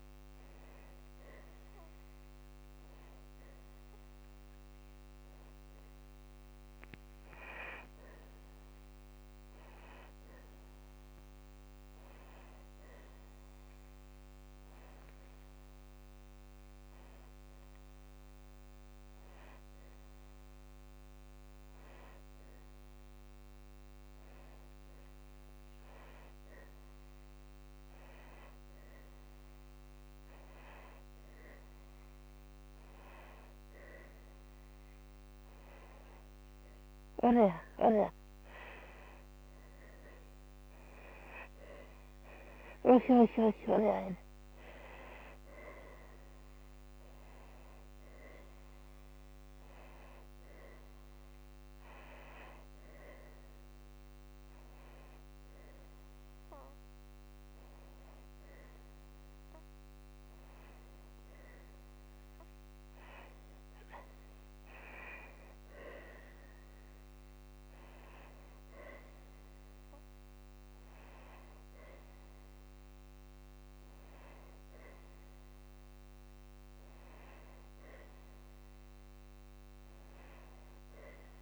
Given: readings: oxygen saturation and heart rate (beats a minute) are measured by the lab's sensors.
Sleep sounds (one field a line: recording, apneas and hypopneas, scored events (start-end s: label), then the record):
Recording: a person awake in a sleep study, by a microphone on the trachea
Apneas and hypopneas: none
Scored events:
none scored
From the record:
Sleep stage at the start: awake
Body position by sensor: on the back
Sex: female